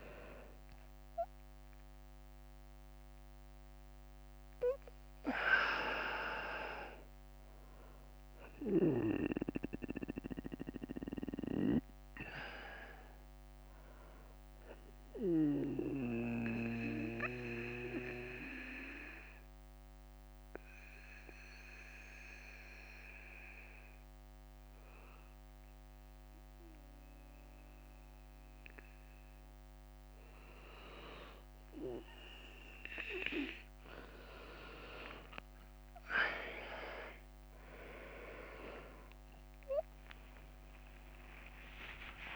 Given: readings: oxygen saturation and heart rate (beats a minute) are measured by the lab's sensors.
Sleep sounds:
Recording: a person partly awake in a sleep study, by a microphone on the trachea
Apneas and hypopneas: 1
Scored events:
0.00-2.50 s: arousal
7.00-33.00 s: bradycardia (device-marked, heart rate 65 before, 54 extreme)
9.00-22.00 s: oxygen desaturation (device-marked, oxygen 99% before, 92% lowest, heart rate 58 before, 54 extreme)
16.00-33.00 s: obstructive apnea (oxygen 99% before, 90% lowest, heart rate 59 before, 55 extreme, up 13 after)
25.00-42.36 s: new sleep stage, awake
37.00-42.36 s: oxygen desaturation (device-marked, oxygen 97% before, 93% lowest, heart rate 56 before, 71 extreme)
39.00-42.36 s: leg movement (device-marked)
40.00-42.36 s: tachycardia (device-marked, heart rate 65 before, 120 extreme)
From the record:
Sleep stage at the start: N2 (light sleep)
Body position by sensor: on the back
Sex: male

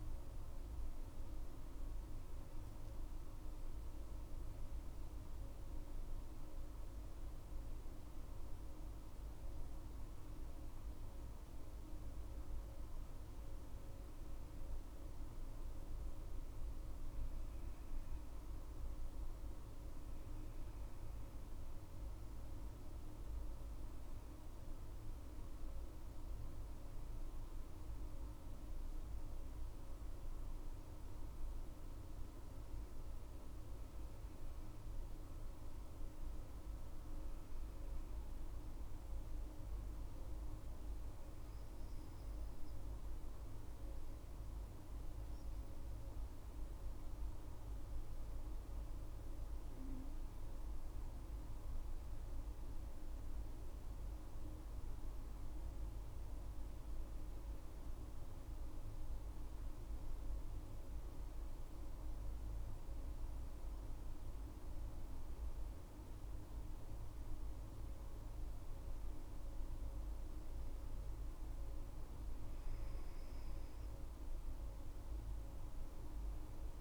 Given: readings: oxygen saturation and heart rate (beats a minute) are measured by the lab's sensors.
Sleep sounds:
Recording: breathing in sleep, hard to hear, by a room microphone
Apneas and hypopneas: 1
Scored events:
37.50-51.00 s: obstructive apnea (oxygen 98% before, 95% lowest, heart rate 65 before, 57 extreme, up 8 after)
52.50-56.50 s: arousal
From the record:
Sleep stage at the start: N2 (light sleep)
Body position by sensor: on the back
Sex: female

